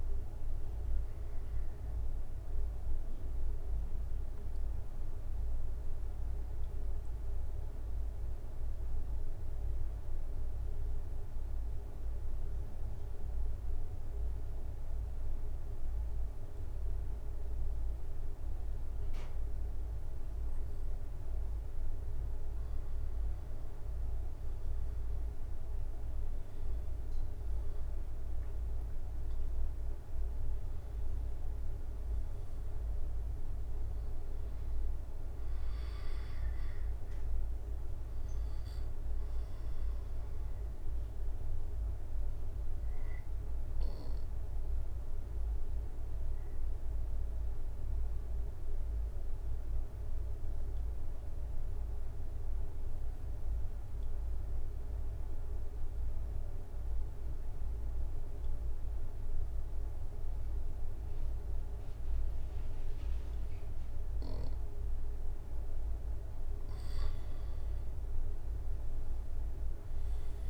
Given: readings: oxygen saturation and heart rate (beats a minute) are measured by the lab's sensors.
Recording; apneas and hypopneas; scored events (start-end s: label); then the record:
breathing in sleep, hard to hear, by a room microphone; 2
1.00-21.50 s: obstructive apnea (oxygen 95% before, 91% lowest, heart rate 72 before, 65 extreme, up 6 after)
20.00-43.00 s: oxygen desaturation (device-marked, oxygen 96% before, 93% lowest, heart rate 65 before, 64 extreme)
24.00-28.00 s: arousal
40.00-65.50 s: obstructive apnea (oxygen 96% before, 91% lowest, heart rate 71 before, 64 extreme, up 12 after)
63.00-70.50 s: oxygen desaturation (device-marked, oxygen 96% before, 91% lowest, heart rate 67 before, 68 extreme)
From the record:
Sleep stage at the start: N2 (light sleep); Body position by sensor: on the back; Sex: male